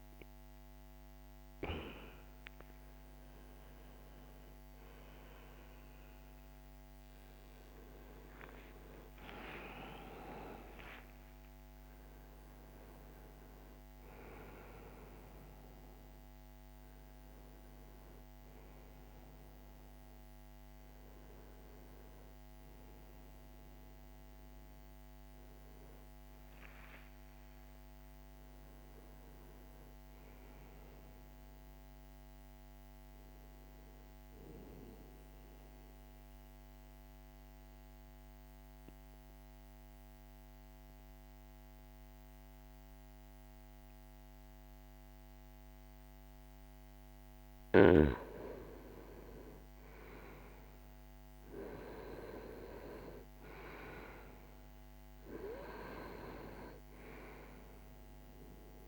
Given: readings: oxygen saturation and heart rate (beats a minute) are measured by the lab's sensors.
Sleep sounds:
a person awake in a sleep study, by a microphone on the trachea; 1
0.00-3.00 s: oxygen desaturation (device-marked, oxygen 88% lowest, heart rate 66 extreme)
30.00-58.88 s: new sleep stage, N1 (lightest sleep)
34.50-45.50 s: mixed apnea (oxygen 99% before, 87% lowest, heart rate 69 before, 61 extreme, up 2 after)
42.00-58.88 s: oxygen desaturation (device-marked, oxygen 98% before, 87% lowest, heart rate 66 before, 61 extreme)
47.00-51.50 s: arousal
From the record:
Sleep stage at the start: awake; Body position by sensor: on the back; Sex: male

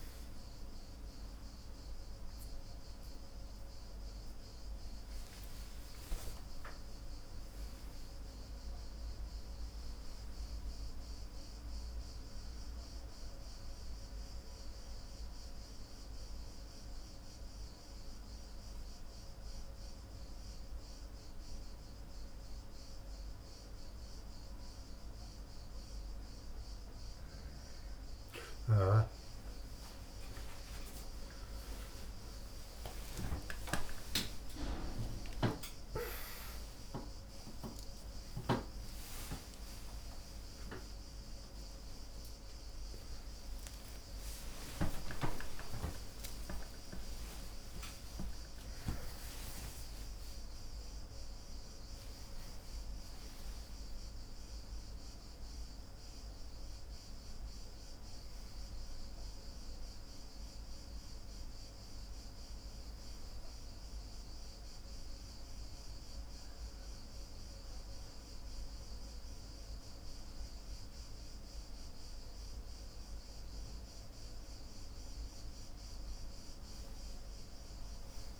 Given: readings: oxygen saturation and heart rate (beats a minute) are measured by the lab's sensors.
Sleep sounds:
a person partly awake in a sleep study, by a room microphone; 1
1.50-8.00 s: arousal
13.50-28.50 s: mixed apnea (oxygen 97% before, 92% lowest, heart rate 82 before, 52 extreme)
34.00-52.00 s: oxygen desaturation (device-marked, oxygen 97% before, 92% lowest, heart rate 60 before, 38 extreme)
42.00-78.40 s: new sleep stage, awake
From the record:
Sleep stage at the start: N2 (light sleep); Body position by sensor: on the back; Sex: male

